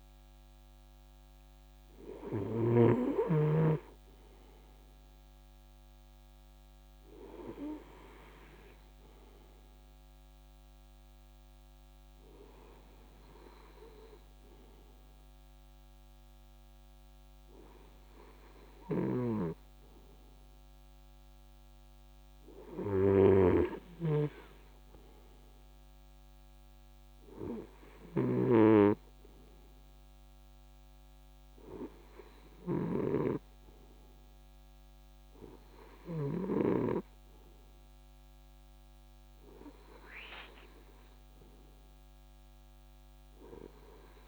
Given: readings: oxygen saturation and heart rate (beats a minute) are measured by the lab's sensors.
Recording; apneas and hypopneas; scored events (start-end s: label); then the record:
breathing in sleep by a microphone on the trachea; none
0.00-2.50 s: snoring (device-marked)
From the record:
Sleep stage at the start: N2 (light sleep); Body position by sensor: on the right side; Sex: male